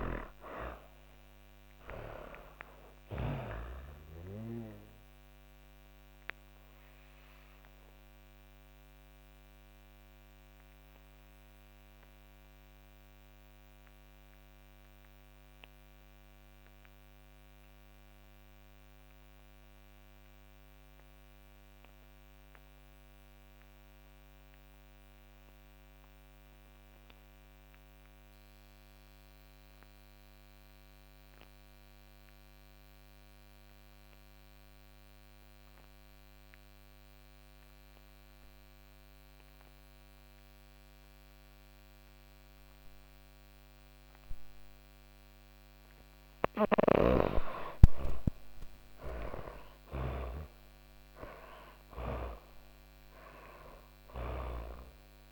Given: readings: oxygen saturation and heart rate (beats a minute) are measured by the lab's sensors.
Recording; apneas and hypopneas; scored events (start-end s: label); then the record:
breathing in sleep by a microphone on the trachea; 1
0.00-2.00 s: snoring (device-marked)
0.00-27.00 s: oxygen desaturation (device-marked, oxygen 76% lowest, heart rate 92 extreme)
7.00-45.00 s: obstructive apnea (oxygen 99% before, 73% lowest, heart rate 118 before, 88 extreme, up 21 after)
29.00-55.32 s: oxygen desaturation (device-marked, oxygen 99% before, 73% lowest, heart rate 128 before, 56 extreme)
45.50-53.00 s: snoring (device-marked)
46.00-50.00 s: arousal
From the record:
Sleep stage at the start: N2 (light sleep); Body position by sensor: on the back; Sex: female